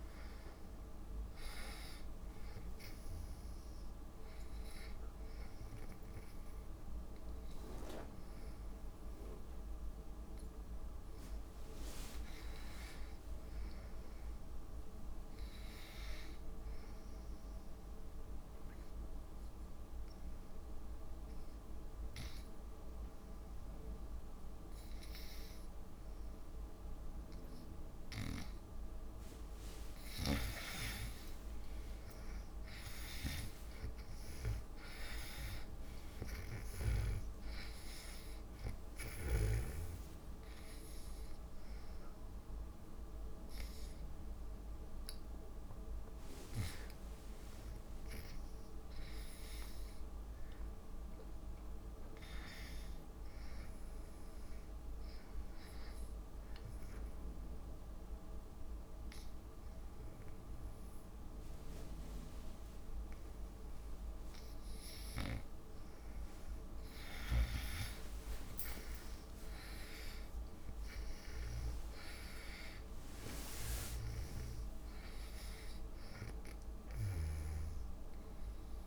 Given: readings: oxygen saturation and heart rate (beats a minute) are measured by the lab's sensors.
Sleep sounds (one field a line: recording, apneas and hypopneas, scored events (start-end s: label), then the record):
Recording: breathing in sleep by a room microphone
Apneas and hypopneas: 2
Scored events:
0.00-8.50 s: oxygen desaturation (device-marked, oxygen 72% lowest)
18.00-30.50 s: obstructive apnea (oxygen 99% before, 84% lowest)
29.50-48.50 s: oxygen desaturation (device-marked, oxygen 97% before, 84% lowest)
30.00-32.00 s: long interval between heartbeats (device-marked)
31.50-35.50 s: arousal
57.00-67.00 s: obstructive apnea (oxygen 96% before, 85% lowest)
62.50-78.87 s: oxygen desaturation (device-marked, oxygen 96% before, 89% lowest)
69.00-73.00 s: arousal
77.50-78.87 s: long interval between heartbeats (device-marked)
From the record:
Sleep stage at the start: N2 (light sleep)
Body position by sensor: on the back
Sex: female